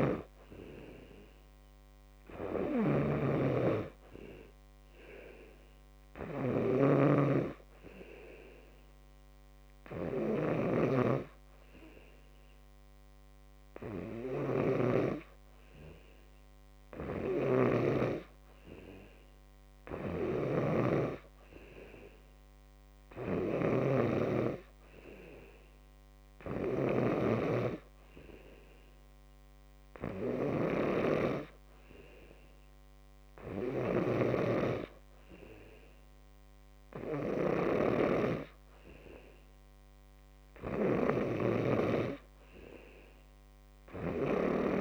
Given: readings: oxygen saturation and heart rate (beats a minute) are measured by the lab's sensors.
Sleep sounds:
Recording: breathing in sleep by a microphone on the trachea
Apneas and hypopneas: none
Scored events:
none scored
From the record:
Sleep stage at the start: N2 (light sleep)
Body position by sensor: on the back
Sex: male

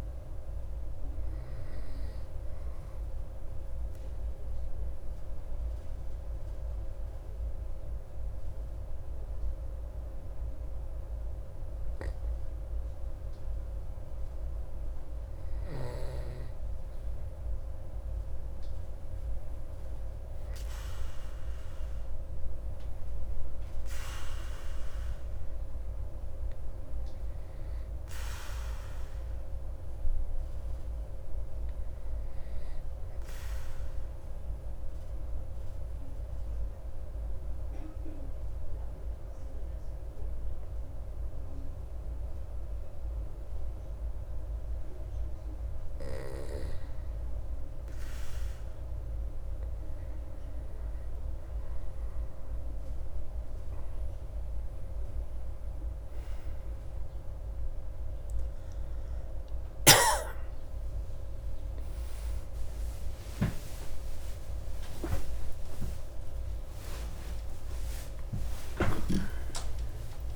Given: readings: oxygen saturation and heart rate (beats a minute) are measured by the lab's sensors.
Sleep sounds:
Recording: breathing in sleep by a room microphone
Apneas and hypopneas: 2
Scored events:
0.00-3.50 s: oxygen desaturation (device-marked, oxygen 90% lowest)
1.00-16.00 s: obstructive apnea (oxygen 96% before, 93% lowest)
19.00-23.00 s: arousal
24.50-41.50 s: oxygen desaturation (device-marked, oxygen 97% before, 93% lowest)
33.00-46.50 s: obstructive apnea (oxygen 98% before, 93% lowest)
53.50-70.36 s: new sleep stage, awake
From the record:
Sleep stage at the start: N2 (light sleep)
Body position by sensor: on the back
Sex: male

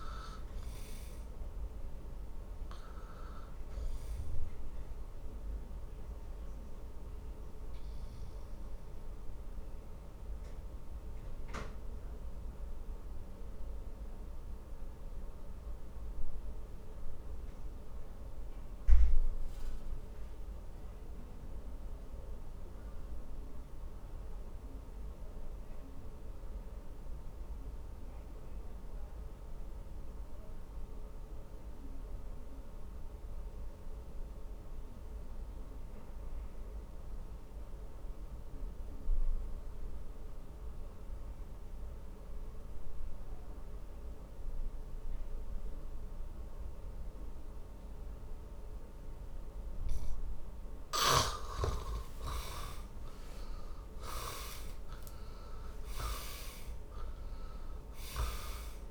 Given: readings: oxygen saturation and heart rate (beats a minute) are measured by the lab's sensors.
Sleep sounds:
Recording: breathing in sleep by a room microphone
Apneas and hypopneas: 1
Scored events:
0.00-39.50 s: oxygen desaturation (device-marked, oxygen 72% lowest, heart rate 47 extreme)
8.00-50.00 s: obstructive apnea (oxygen 99% before, 72% lowest, heart rate 63 before, 47 extreme, up 26 after)
52.50-58.00 s: arousal
From the record:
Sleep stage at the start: N2 (light sleep)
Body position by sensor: on the back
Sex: male

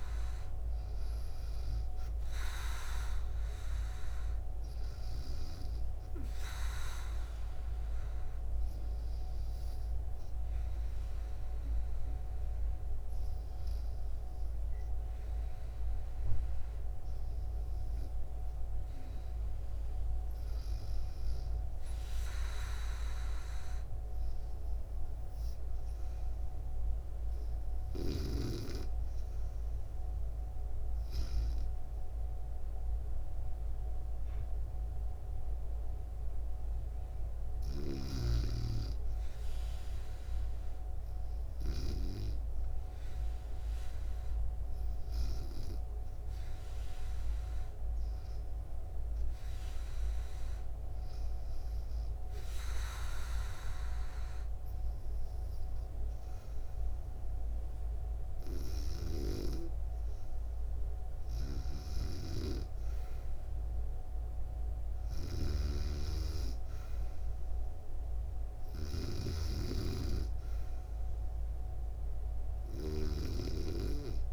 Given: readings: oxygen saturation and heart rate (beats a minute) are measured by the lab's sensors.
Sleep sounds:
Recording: breathing in sleep by a room microphone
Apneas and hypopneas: 2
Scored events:
6.50-19.50 s: hypopnea (oxygen 96% before, 94% lowest, heart rate 80 before, 69 extreme, up 1 after)
21.00-24.00 s: arousal
37.00-41.50 s: snoring (device-marked)
51.50-62.00 s: hypopnea (oxygen 97% before, 94% lowest, heart rate 70 before, 73 extreme, up 3 after)
61.00-74.33 s: snoring (device-marked)
63.50-68.00 s: arousal
From the record:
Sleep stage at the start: REM sleep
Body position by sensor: on the back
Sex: female

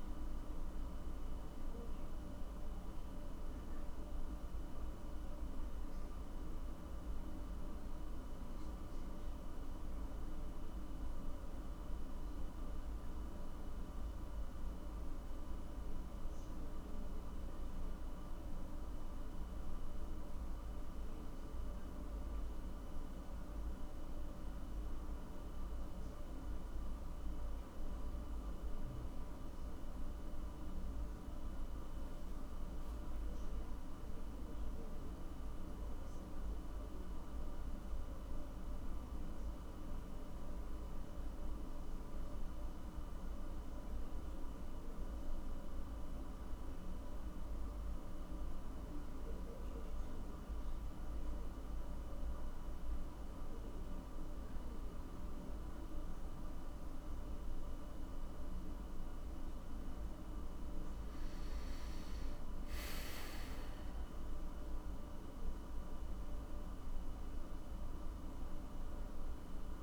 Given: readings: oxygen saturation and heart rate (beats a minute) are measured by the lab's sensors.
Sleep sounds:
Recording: a person awake in a sleep study, hard to hear, by a room microphone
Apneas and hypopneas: none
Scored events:
none scored
From the record:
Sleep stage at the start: awake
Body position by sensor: on the back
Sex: male

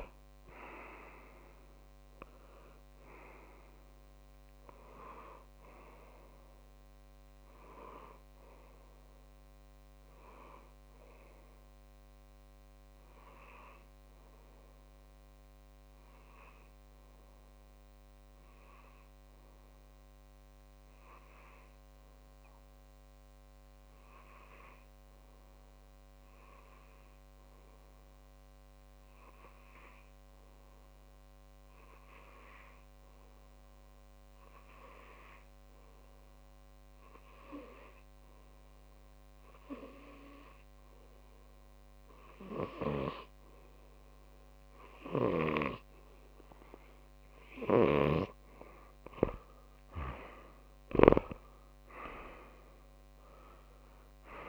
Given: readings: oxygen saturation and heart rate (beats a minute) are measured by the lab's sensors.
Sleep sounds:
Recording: breathing in sleep by a microphone on the trachea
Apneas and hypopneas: 1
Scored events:
7.00-9.00 s: long interval between heartbeats (device-marked)
8.50-11.50 s: arousal
11.00-13.00 s: long interval between heartbeats (device-marked)
13.50-48.00 s: obstructive apnea (oxygen 98% before, 95% lowest)
16.50-18.50 s: long interval between heartbeats (device-marked, heart rate 32 before, 37 extreme)
28.50-30.50 s: long interval between heartbeats (device-marked)
32.00-34.00 s: long interval between heartbeats (device-marked)
37.00-39.00 s: long interval between heartbeats (device-marked)
40.00-42.00 s: long interval between heartbeats (device-marked, heart rate 30 before, 73 extreme)
40.00-54.48 s: oxygen desaturation (device-marked, oxygen 99% before, 95% lowest)
43.50-45.50 s: long interval between heartbeats (device-marked, heart rate 37 before, 72 extreme)
46.50-48.50 s: long interval between heartbeats (device-marked, heart rate 44 before, 72 extreme)
51.00-54.48 s: arousal
From the record:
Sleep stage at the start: N2 (light sleep)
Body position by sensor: on the back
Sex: male

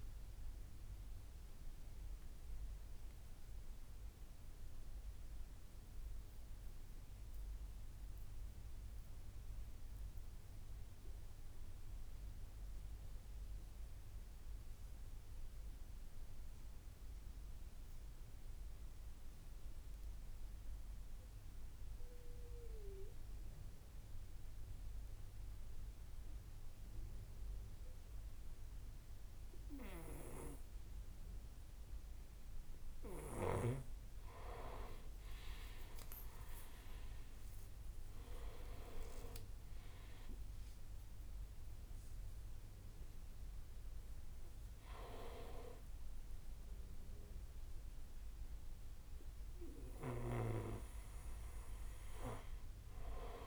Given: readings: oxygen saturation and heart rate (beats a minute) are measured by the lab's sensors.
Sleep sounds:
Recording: breathing in sleep by a room microphone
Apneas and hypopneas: 1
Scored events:
0.00-7.00 s: drop in pulse transit time (device-marked, heart rate 63 extreme)
0.00-13.00 s: oxygen desaturation (device-marked, oxygen 87% lowest, heart rate 60 extreme)
1.00-53.47 s: new sleep stage, N1 (lightest sleep)
2.00-31.50 s: central apnea (oxygen 100% before, 87% lowest, heart rate 66 before, 59 extreme, up 23 after)
29.50-33.50 s: snoring (device-marked)
32.50-36.50 s: arousal
37.50-39.50 s: long interval between heartbeats (device-marked, heart rate 66 before, 83 extreme)
42.00-44.00 s: bradycardia (device-marked, heart rate 65 before, 73 extreme)
From the record:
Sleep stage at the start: N2 (light sleep)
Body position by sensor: on the back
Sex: male

